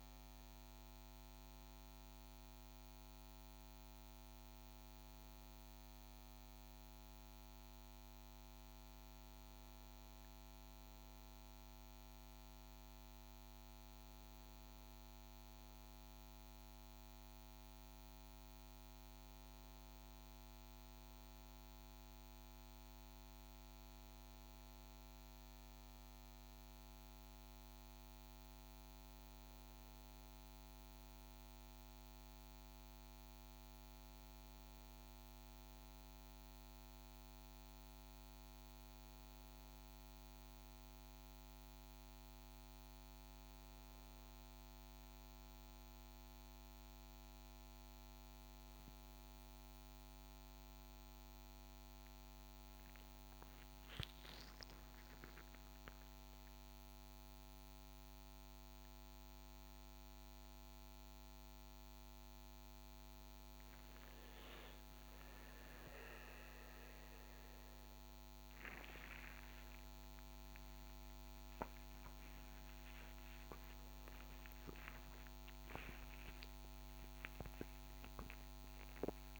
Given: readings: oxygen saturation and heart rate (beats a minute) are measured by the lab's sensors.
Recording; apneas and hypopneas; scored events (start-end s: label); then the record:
breathing in sleep, hard to hear, by a microphone on the trachea; none
none scored
From the record:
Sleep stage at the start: N1 (lightest sleep); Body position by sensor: on the right side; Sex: male